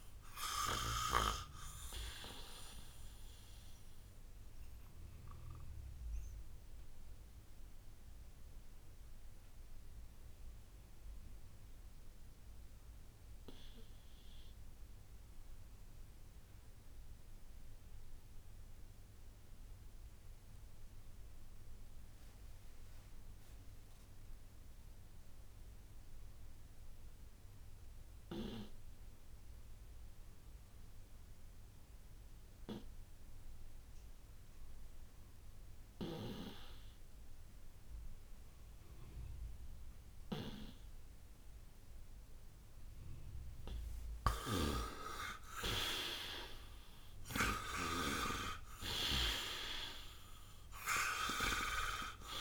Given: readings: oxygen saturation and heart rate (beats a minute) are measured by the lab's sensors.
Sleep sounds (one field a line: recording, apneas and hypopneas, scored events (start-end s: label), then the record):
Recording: breathing in sleep by a room microphone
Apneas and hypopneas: 1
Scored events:
0.00-21.50 s: oxygen desaturation (device-marked, oxygen 84% lowest, heart rate 57 extreme)
1.50-42.50 s: obstructive apnea (oxygen 98% before, 82% lowest, heart rate 73 before, 57 extreme, up 5 after)
35.50-48.00 s: snoring (device-marked)
36.50-52.41 s: oxygen desaturation (device-marked, oxygen 98% before, 82% lowest, heart rate 59 before, 57 extreme)
45.00-48.50 s: arousal
From the record:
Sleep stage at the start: N2 (light sleep)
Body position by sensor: on the right side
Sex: male